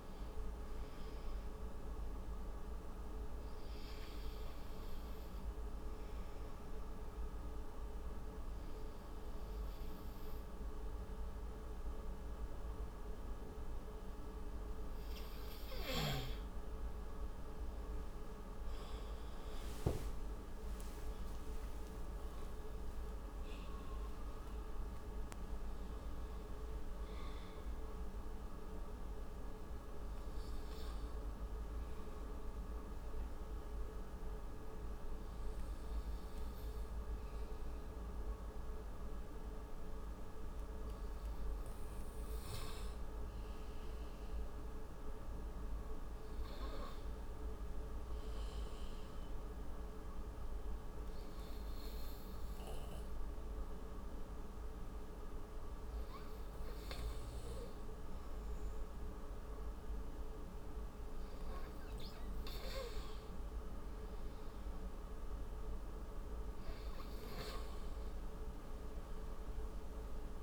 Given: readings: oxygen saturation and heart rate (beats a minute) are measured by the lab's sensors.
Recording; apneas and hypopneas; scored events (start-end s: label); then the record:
breathing in sleep, hard to hear, by a room microphone; 3
0.00-4.50 s: oxygen desaturation (device-marked, oxygen 94% lowest)
2.00-15.50 s: obstructive apnea (oxygen 97% before, 92% lowest)
20.50-25.00 s: arousal
32.00-42.50 s: obstructive apnea (oxygen 95% before, 93% lowest)
44.00-47.00 s: arousal
50.00-62.00 s: hypopnea (oxygen 98% before, 93% lowest)
65.00-68.00 s: arousal
67.50-70.43 s: oxygen desaturation (device-marked, oxygen 97% before, 93% lowest)
From the record:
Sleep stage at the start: N2 (light sleep); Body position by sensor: on the right side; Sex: male